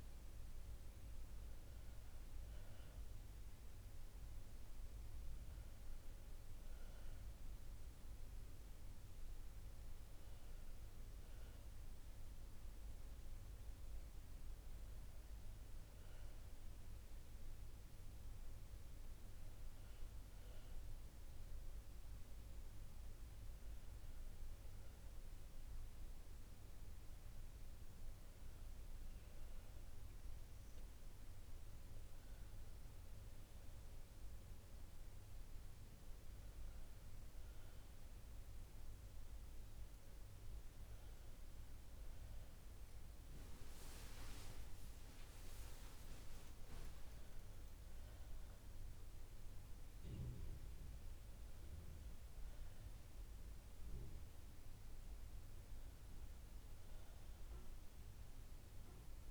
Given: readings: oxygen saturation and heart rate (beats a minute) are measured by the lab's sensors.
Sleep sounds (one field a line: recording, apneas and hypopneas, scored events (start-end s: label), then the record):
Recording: breathing in sleep, hard to hear, by a room microphone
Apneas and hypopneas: none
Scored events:
0.00-3.50 s: oxygen desaturation (device-marked, oxygen 91% lowest, heart rate 62 extreme)
42.00-45.50 s: arousal
From the record:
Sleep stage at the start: N2 (light sleep)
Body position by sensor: on the back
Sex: female